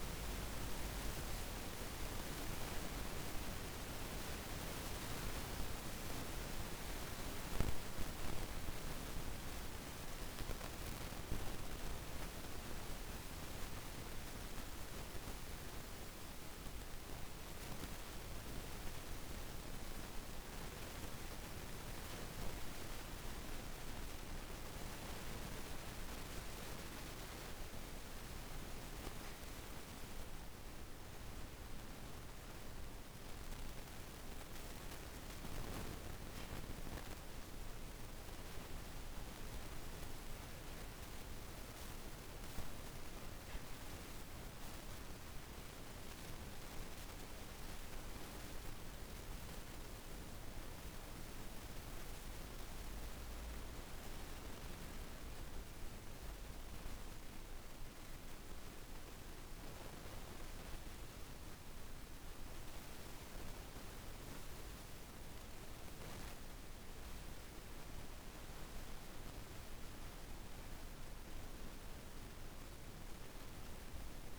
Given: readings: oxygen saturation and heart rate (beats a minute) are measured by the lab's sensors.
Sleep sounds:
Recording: breathing in sleep by a room microphone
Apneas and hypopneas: 1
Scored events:
35.50-49.00 s: hypopnea (oxygen 96% before, 93% lowest, heart rate 32 before, 27 extreme, up 2 after)
52.50-57.50 s: arousal
56.00-68.00 s: oxygen desaturation (device-marked, oxygen 97% before, 93% lowest, heart rate 40 before, 26 extreme)
From the record:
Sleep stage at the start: N2 (light sleep)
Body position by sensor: on the back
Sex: female

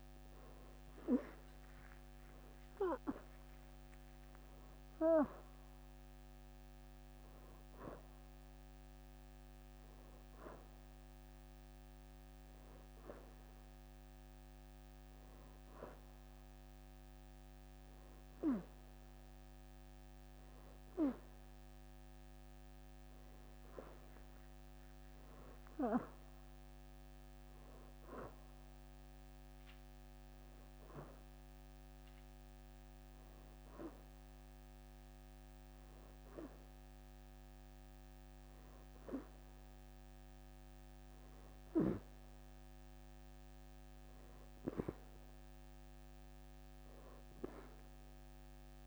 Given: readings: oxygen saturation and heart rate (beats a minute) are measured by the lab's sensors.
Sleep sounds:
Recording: breathing in sleep by a microphone on the trachea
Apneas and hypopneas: none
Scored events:
1.00-6.50 s: arousal
15.50-17.50 s: leg movement (device-marked)
19.00-20.00 s: leg movement (device-marked)
25.50-28.00 s: leg movement (device-marked)
33.00-35.50 s: leg movement (device-marked)
39.00-46.00 s: leg movement (device-marked)
From the record:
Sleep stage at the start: N2 (light sleep)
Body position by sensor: on the back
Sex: female

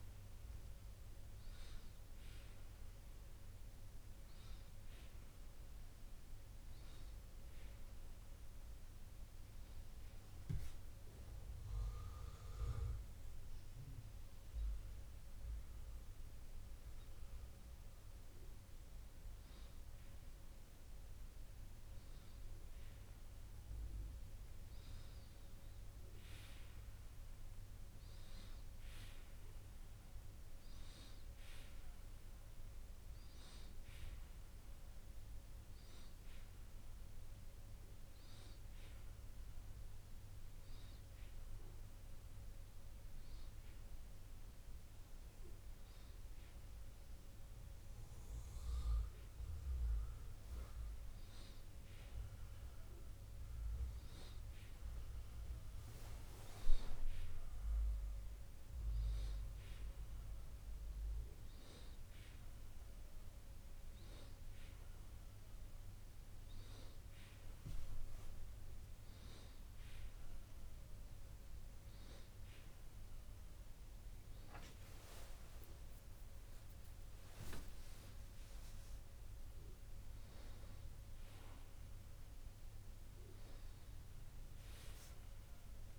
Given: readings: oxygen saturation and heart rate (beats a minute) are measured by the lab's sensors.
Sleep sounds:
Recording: breathing in sleep, hard to hear, by a room microphone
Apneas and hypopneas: 1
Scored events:
8.00-20.50 s: hypopnea (oxygen 94% before, 92% lowest, heart rate 66 before, 54 extreme, up 0 after)
24.50-28.50 s: arousal
From the record:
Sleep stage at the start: N1 (lightest sleep)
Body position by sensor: on the back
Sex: male

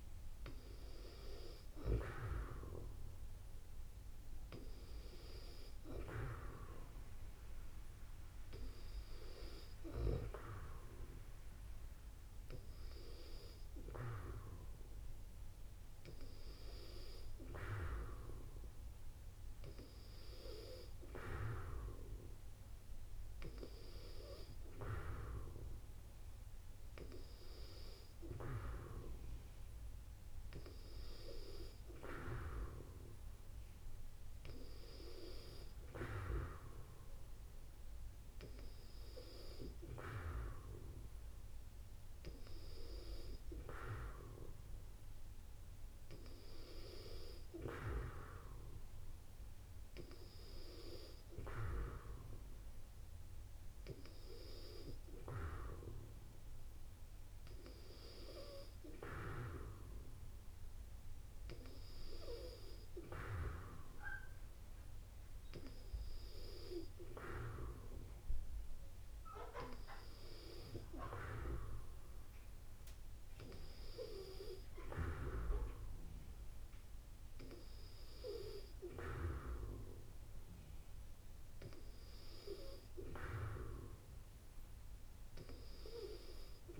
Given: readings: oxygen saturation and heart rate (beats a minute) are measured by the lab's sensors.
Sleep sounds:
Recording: breathing in sleep by a room microphone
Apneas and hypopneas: none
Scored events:
none scored
From the record:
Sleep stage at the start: N2 (light sleep)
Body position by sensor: on the back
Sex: female

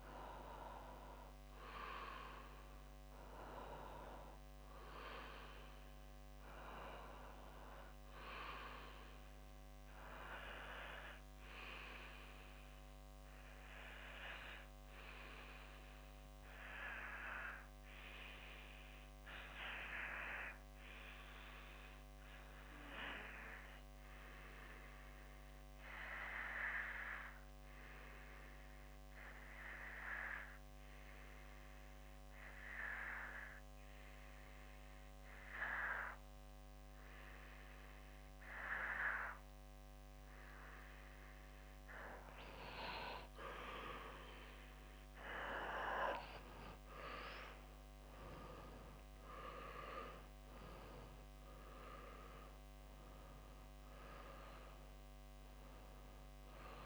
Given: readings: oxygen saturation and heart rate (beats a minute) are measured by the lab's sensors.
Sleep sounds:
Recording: breathing in sleep by a microphone on the trachea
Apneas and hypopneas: 1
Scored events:
24.50-37.00 s: obstructive apnea (oxygen 97% before, 88% lowest, heart rate 62 before, 63 extreme, up 0 after)
40.00-43.50 s: arousal
50.00-56.86 s: oxygen desaturation (device-marked, oxygen 95% before, 88% lowest, heart rate 65 before, 61 extreme)
From the record:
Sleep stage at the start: REM sleep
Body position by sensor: on the back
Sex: male

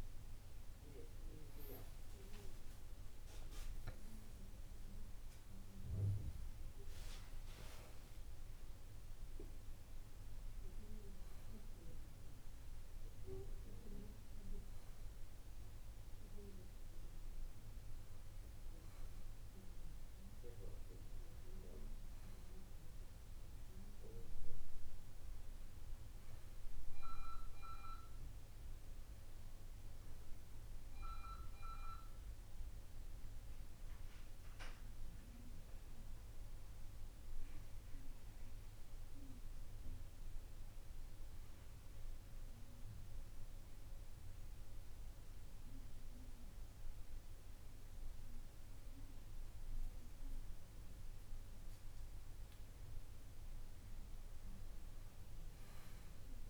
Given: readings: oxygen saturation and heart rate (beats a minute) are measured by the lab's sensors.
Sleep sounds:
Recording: breathing in sleep by a room microphone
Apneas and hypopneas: 1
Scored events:
0.50-12.50 s: oxygen desaturation (device-marked, oxygen 95% before, 92% lowest, heart rate 60 before, 57 extreme)
27.50-56.49 s: new sleep stage, N2 (light sleep)
33.50-37.50 s: arousal
42.00-52.00 s: central apnea (oxygen 96% before, 92% lowest, heart rate 59 before, 56 extreme, up 6 after)
53.50-56.49 s: arousal
From the record:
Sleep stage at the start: N1 (lightest sleep)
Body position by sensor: on the back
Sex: male

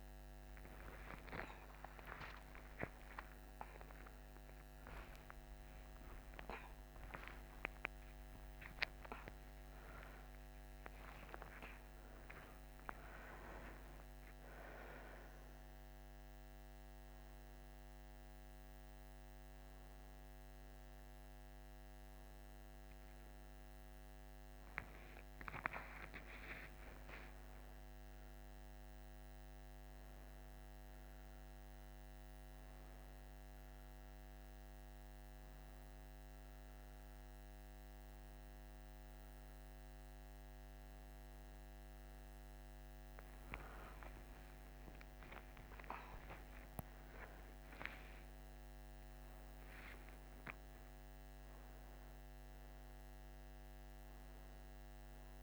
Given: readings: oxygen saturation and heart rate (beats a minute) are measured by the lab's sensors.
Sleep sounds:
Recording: a person awake in a sleep study, by a microphone on the trachea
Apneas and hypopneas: none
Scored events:
53.50-55.43 s: oxygen desaturation (device-marked, oxygen 99% before, 96% lowest)
From the record:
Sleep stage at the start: awake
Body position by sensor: on the left side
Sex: female

